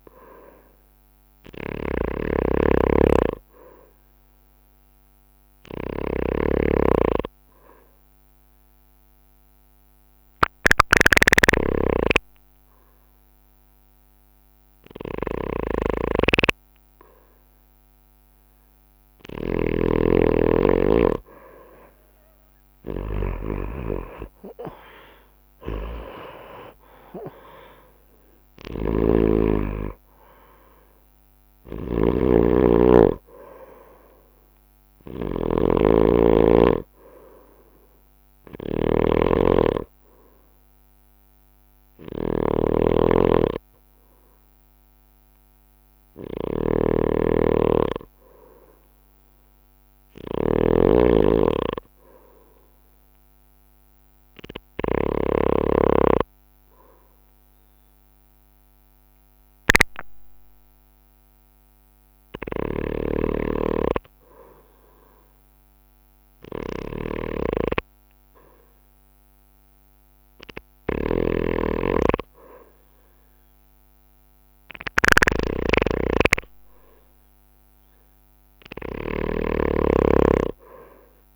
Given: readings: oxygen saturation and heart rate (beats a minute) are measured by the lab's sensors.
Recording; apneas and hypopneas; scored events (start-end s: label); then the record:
breathing in sleep by a microphone on the trachea; 2
0.00-3.50 s: bradycardia (device-marked)
0.00-81.36 s: snoring (device-marked)
8.50-19.00 s: hypopnea (oxygen 94% before, 90% lowest)
10.50-25.50 s: oxygen desaturation (device-marked, oxygen 94% before, 91% lowest)
24.50-28.50 s: arousal
25.50-27.50 s: long interval between heartbeats (device-marked)
46.50-51.50 s: bradycardia (device-marked)
52.00-63.00 s: hypopnea (oxygen 92% before, 88% lowest)
62.50-77.50 s: oxygen desaturation (device-marked, oxygen 98% before, 93% lowest)
70.50-74.50 s: arousal
From the record:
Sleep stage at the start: N2 (light sleep); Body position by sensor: on the right side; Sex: male